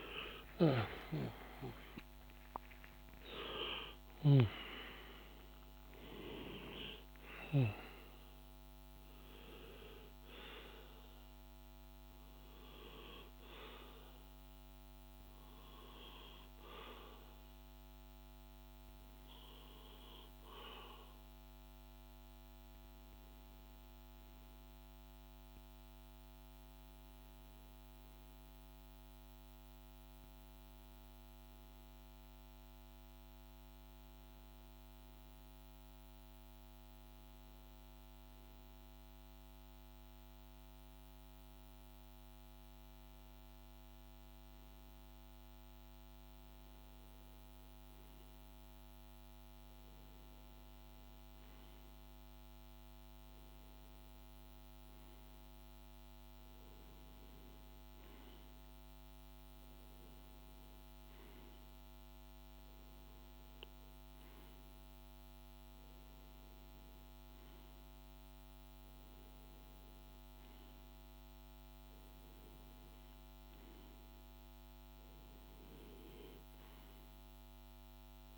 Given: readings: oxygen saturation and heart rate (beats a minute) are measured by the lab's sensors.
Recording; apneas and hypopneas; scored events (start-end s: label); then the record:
breathing in sleep by a microphone on the trachea; none
0.00-1.50 s: arousal
0.00-3.00 s: snoring (device-marked)
From the record:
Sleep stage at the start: REM sleep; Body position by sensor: on the back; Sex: male